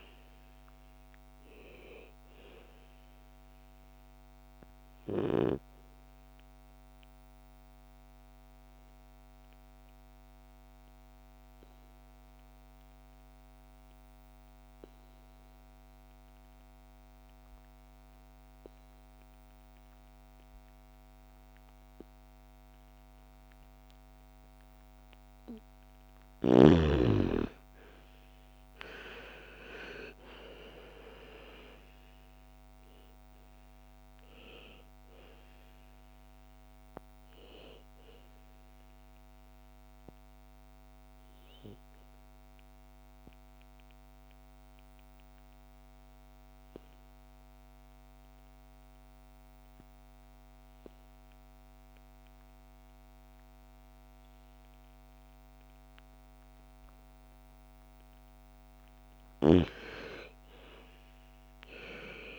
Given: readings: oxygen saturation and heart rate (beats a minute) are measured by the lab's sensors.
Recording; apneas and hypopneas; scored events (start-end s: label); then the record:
breathing in sleep by a microphone on the trachea; 2
0.00-13.50 s: oxygen desaturation (device-marked, oxygen 88% lowest, heart rate 55 extreme)
6.00-25.00 s: obstructive apnea (oxygen 98% before, 82% lowest, heart rate 61 before, 55 extreme, up 12 after)
23.50-53.50 s: oxygen desaturation (device-marked, oxygen 98% before, 82% lowest, heart rate 58 before, 55 extreme)
27.00-31.00 s: arousal
39.00-58.00 s: obstructive apnea (oxygen 98% before, 82% lowest, heart rate 61 before, 55 extreme, up 13 after)
59.50-62.39 s: arousal
From the record:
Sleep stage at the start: N2 (light sleep); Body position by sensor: on the back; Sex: female